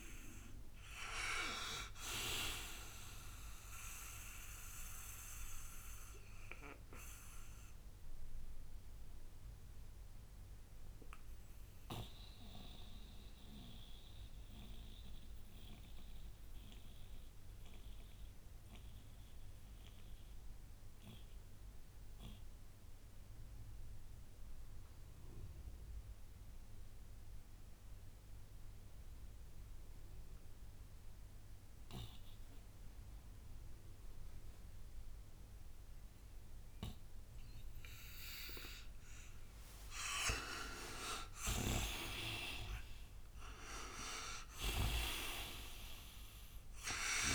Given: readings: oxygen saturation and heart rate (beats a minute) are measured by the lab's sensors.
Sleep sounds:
breathing in sleep by a room microphone; 1
0.00-25.50 s: oxygen desaturation (device-marked, oxygen 79% lowest, heart rate 59 extreme)
3.00-39.00 s: mixed apnea (oxygen 98% before, 79% lowest, heart rate 66 before, 59 extreme, up 16 after)
40.00-44.50 s: arousal
40.50-47.34 s: oxygen desaturation (device-marked, oxygen 98% before, 82% lowest, heart rate 60 before, 59 extreme)
From the record:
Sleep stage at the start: N2 (light sleep); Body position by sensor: on the right side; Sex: male

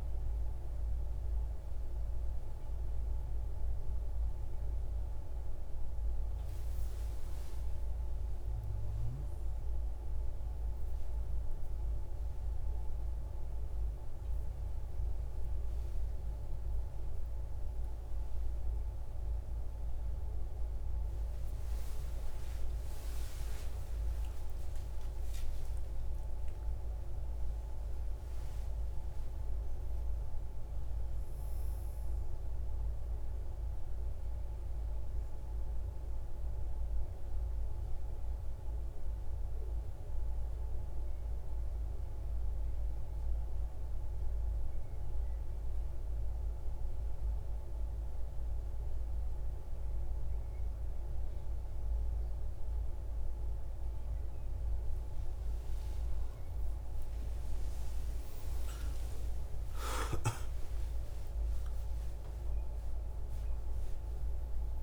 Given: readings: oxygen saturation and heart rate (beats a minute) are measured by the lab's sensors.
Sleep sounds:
breathing in sleep, hard to hear, by a room microphone; 1
14.50-20.00 s: arousal
39.50-54.50 s: hypopnea (oxygen 97% before, 96% lowest, heart rate 109 before, 65 extreme)
56.00-61.50 s: arousal
From the record:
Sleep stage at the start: N1 (lightest sleep); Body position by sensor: on the right side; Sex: male

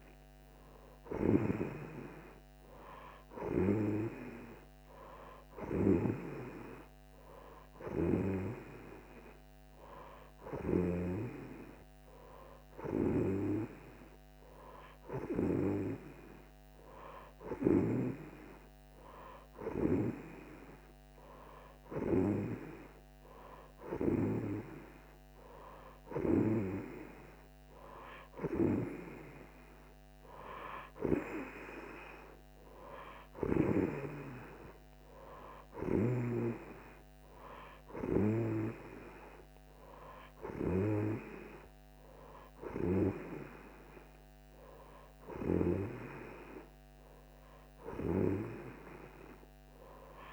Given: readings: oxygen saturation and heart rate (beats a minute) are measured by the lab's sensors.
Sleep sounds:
breathing in sleep by a microphone on the trachea; none
none scored
From the record:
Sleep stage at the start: N2 (light sleep); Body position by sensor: on the right side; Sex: female

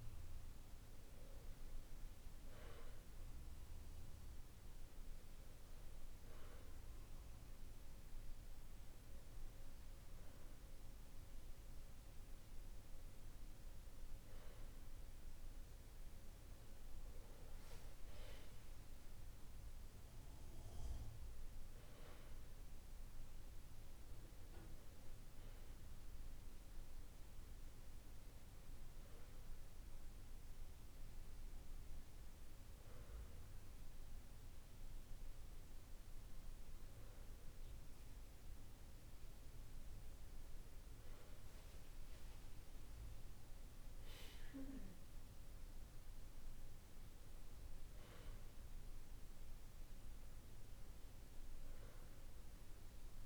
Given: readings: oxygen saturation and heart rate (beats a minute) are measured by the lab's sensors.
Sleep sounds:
breathing in sleep, hard to hear, by a room microphone; none
none scored
From the record:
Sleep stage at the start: N2 (light sleep); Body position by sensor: on the back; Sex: male

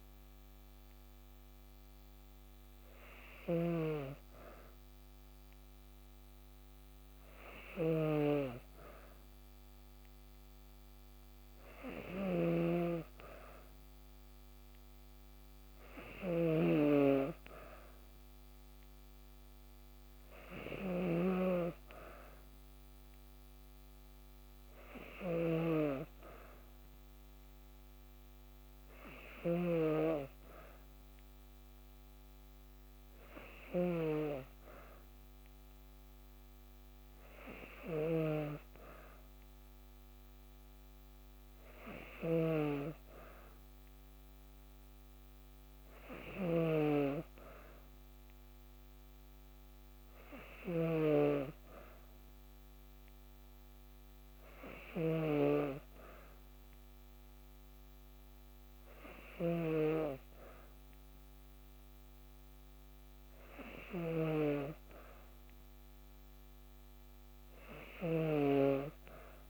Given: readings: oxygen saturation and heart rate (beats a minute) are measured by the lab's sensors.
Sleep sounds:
breathing in sleep by a microphone on the trachea; none
0.00-69.49 s: snoring (device-marked)
From the record:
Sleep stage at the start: N2 (light sleep); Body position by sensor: on the back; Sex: female

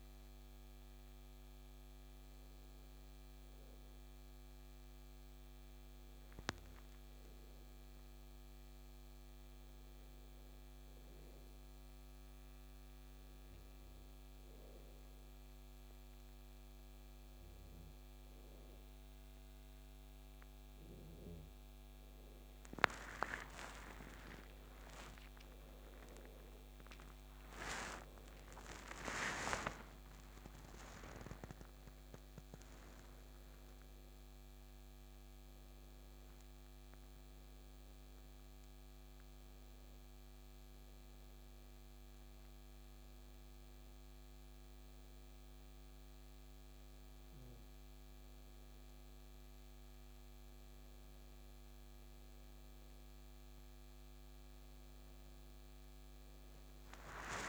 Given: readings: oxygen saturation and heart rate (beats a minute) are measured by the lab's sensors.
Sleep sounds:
a person awake in a sleep study, by a microphone on the trachea; none
53.00-57.49 s: new sleep stage, N2 (light sleep)
From the record:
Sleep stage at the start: awake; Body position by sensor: on the back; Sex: male

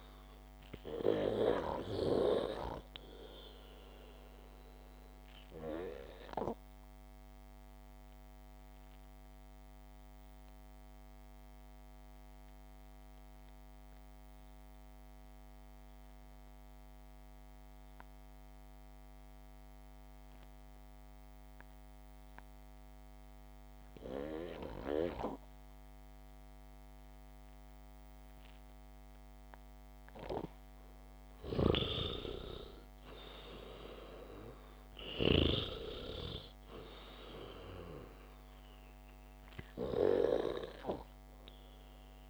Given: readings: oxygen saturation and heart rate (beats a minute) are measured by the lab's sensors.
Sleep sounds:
breathing in sleep by a microphone on the trachea; 1
0.00-10.50 s: oxygen desaturation (device-marked, oxygen 95% lowest, heart rate 59 extreme)
5.00-31.00 s: obstructive apnea (oxygen 98% before, 91% lowest, heart rate 59 before, 56 extreme, up 3 after)
12.50-31.50 s: oxygen desaturation (device-marked, oxygen 96% before, 91% lowest, heart rate 60 before, 56 extreme)
32.00-36.00 s: snoring (device-marked)
33.00-37.00 s: arousal
From the record:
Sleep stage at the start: REM sleep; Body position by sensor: on the back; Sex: male

